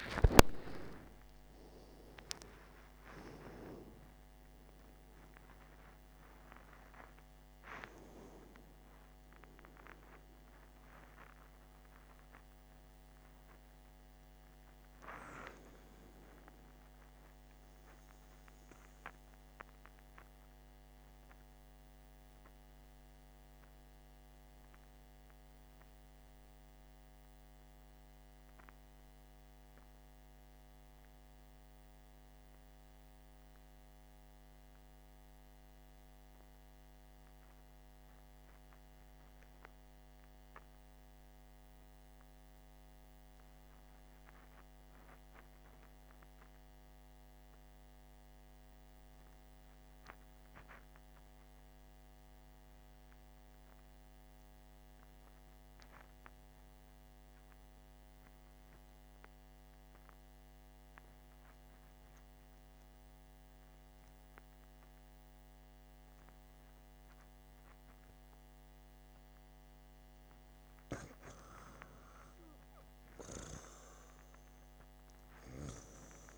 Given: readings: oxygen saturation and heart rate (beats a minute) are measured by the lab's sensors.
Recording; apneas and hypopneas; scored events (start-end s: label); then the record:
breathing in sleep by a microphone on the trachea; 1
0.00-3.00 s: arousal
0.00-17.50 s: oxygen desaturation (device-marked, oxygen 93% lowest, heart rate 50 extreme)
22.50-69.00 s: mixed apnea (oxygen 95% before, 88% lowest, heart rate 58 before, 47 extreme, up 11 after)
27.50-40.50 s: oxygen desaturation (device-marked, oxygen 94% before, 88% lowest, heart rate 55 before, 47 extreme)
69.50-76.38 s: oxygen desaturation (device-marked, oxygen 96% before, 93% lowest, heart rate 50 before, 51 extreme)
From the record:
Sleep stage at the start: REM sleep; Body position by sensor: on the back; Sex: male